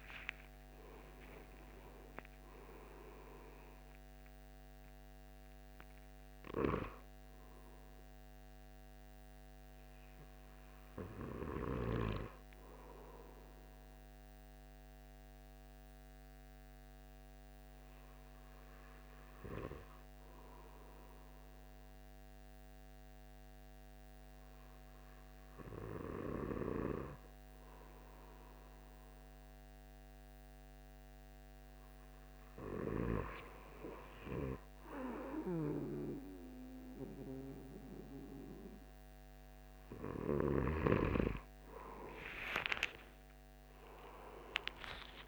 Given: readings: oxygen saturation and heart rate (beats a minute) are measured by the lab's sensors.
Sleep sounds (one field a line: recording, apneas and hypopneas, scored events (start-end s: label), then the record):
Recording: breathing in sleep by a microphone on the trachea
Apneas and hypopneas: 1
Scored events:
13.50-32.50 s: hypopnea (oxygen 97% before, 92% lowest, heart rate 75 before, 67 extreme, up 1 after)
From the record:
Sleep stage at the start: N2 (light sleep)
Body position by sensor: on the back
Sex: male